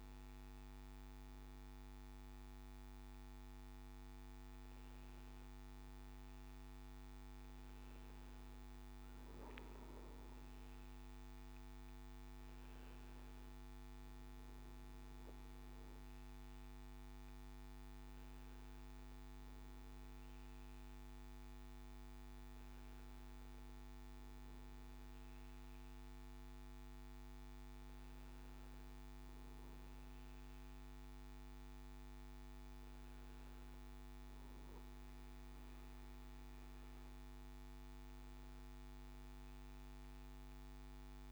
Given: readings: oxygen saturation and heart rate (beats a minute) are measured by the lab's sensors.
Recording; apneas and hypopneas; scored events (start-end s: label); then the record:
breathing in sleep, hard to hear, by a microphone on the trachea; none
none scored
From the record:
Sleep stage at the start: N1 (lightest sleep); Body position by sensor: on the back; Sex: male